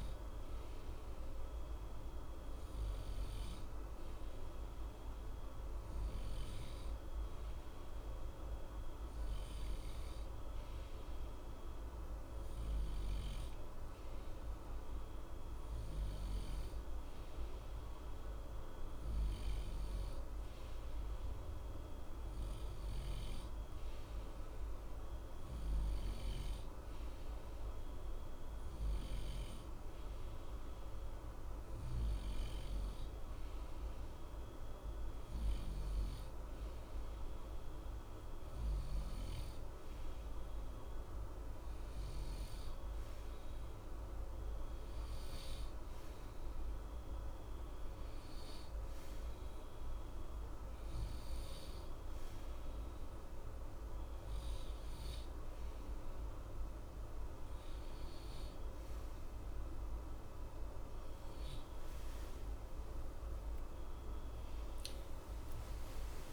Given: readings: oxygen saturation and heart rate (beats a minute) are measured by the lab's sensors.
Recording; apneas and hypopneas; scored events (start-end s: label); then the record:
breathing in sleep, hard to hear, by a room microphone; none
61.50-66.32 s: arousal
From the record:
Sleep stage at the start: N2 (light sleep); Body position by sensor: on the right side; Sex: male